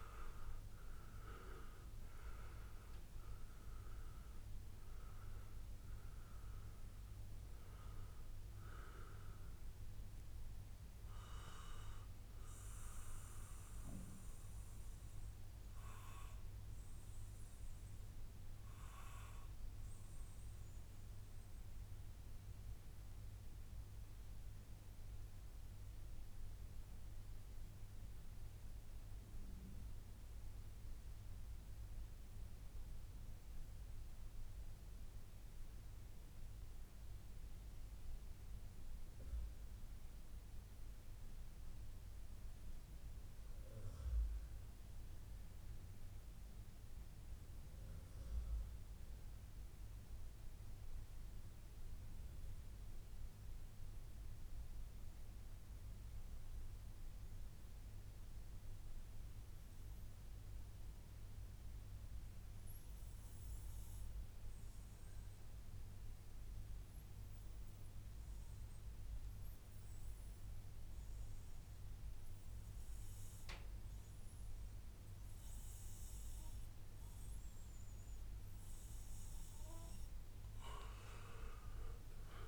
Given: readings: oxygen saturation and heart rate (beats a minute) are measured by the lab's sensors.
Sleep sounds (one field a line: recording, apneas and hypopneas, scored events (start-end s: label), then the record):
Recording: breathing in sleep by a room microphone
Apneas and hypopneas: 1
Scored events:
5.50-17.50 s: oxygen desaturation (device-marked, oxygen 94% before, 89% lowest, heart rate 114 before, 141 extreme)
16.50-77.50 s: mixed apnea (oxygen 96% before, 86% lowest, heart rate 136 before, 77 extreme, up 42 after)
47.50-49.50 s: long interval between heartbeats (device-marked, heart rate 144 before, 133 extreme)
52.00-54.00 s: long interval between heartbeats (device-marked, heart rate 140 before, 96 extreme)
62.50-82.48 s: oxygen desaturation (device-marked, oxygen 98% before, 86% lowest, heart rate 117 before, 77 extreme)
74.00-76.00 s: long interval between heartbeats (device-marked, heart rate 101 before, 78 extreme)
76.50-78.50 s: long interval between heartbeats (device-marked, heart rate 99 before, 87 extreme)
80.50-82.48 s: arousal
From the record:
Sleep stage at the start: REM sleep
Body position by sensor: on the back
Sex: male